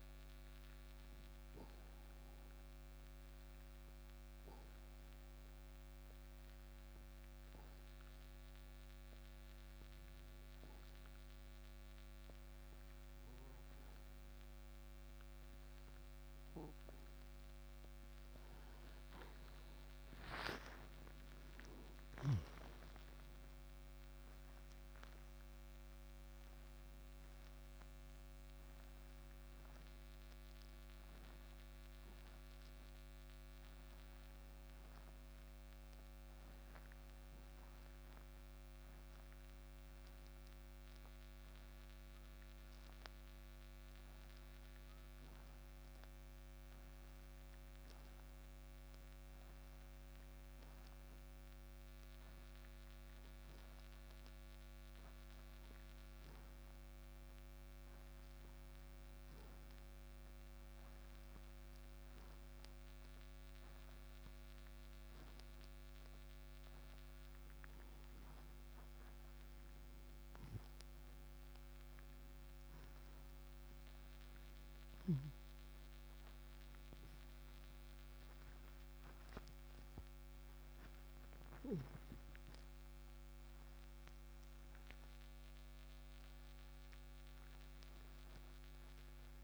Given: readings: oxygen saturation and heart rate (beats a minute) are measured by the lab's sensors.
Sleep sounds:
breathing in sleep, hard to hear, by a microphone on the trachea; 2
1.00-17.00 s: obstructive apnea (oxygen 96% before, 90% lowest, heart rate 60 before, 57 extreme, up 7 after)
21.50-25.50 s: arousal
30.00-67.00 s: hypopnea (oxygen 96% before, 90% lowest, heart rate 61 before, 57 extreme, up 4 after)
37.00-57.00 s: oxygen desaturation (device-marked, oxygen 94% before, 90% lowest, heart rate 62 before, 58 extreme)
77.50-82.00 s: arousal
79.00-89.44 s: oxygen desaturation (device-marked, oxygen 95% before, 90% lowest, heart rate 62 before, 58 extreme)
From the record:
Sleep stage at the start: N2 (light sleep); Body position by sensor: on the right side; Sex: male

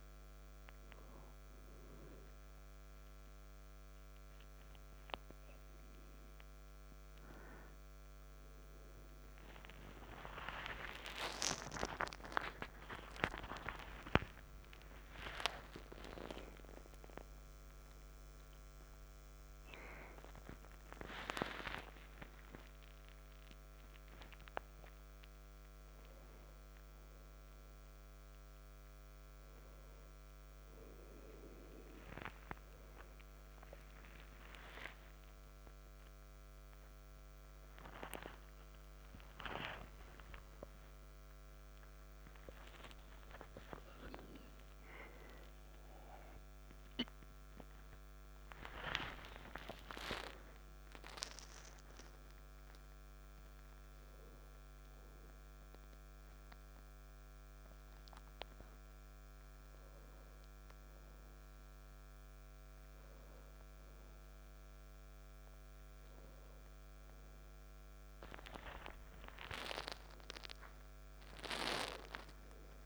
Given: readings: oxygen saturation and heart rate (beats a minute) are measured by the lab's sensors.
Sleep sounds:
a person awake in a sleep study, by a microphone on the trachea; none
7.00-29.00 s: oxygen desaturation (device-marked, oxygen 96% before, 91% lowest, heart rate 58 before, 62 extreme)
20.00-72.86 s: new sleep stage, awake
39.00-41.00 s: long interval between heartbeats (device-marked, heart rate 64 before, 69 extreme)
50.00-59.00 s: oxygen desaturation (device-marked, oxygen 99% before, 93% lowest, heart rate 67 before, 59 extreme)
From the record:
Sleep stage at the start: N1 (lightest sleep); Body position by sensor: on the back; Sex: male

